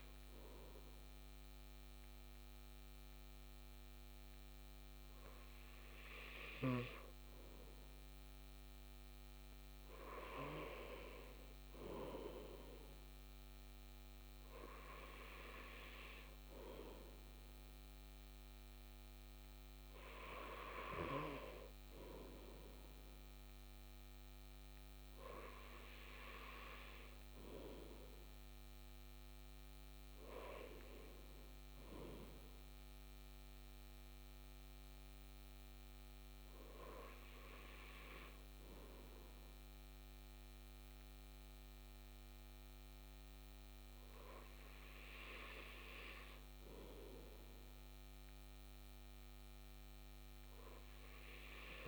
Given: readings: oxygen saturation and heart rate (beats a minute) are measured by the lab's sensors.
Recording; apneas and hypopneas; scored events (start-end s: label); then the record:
breathing in sleep by a microphone on the trachea; none
none scored
From the record:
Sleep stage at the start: N2 (light sleep); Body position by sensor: on the back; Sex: male